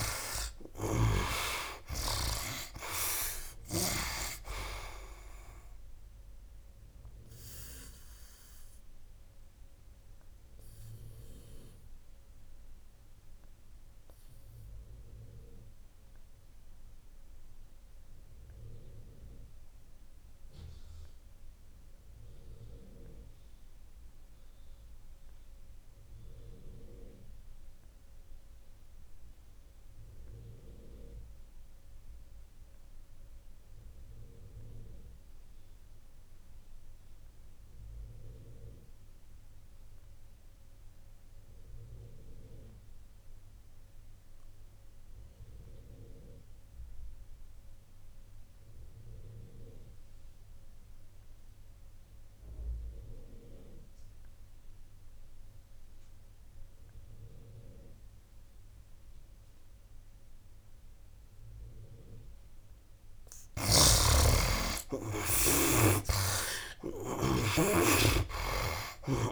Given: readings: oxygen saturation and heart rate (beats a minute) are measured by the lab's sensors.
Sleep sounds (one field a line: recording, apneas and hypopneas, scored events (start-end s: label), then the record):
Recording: breathing in sleep by a room microphone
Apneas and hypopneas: 1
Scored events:
0.00-1.50 s: arousal
0.00-2.00 s: snoring (device-marked)
0.00-23.00 s: oxygen desaturation (device-marked, oxygen 53% lowest, heart rate 65 extreme)
6.50-62.00 s: obstructive apnea (oxygen 76% before, 46% lowest, heart rate 78 before, 65 extreme, up 20 after)
28.00-69.32 s: oxygen desaturation (device-marked, oxygen 97% before, 46% lowest, heart rate 72 before, 65 extreme)
65.00-69.32 s: arousal
68.00-69.32 s: snoring (device-marked)
From the record:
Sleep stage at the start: REM sleep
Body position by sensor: on the right side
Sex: male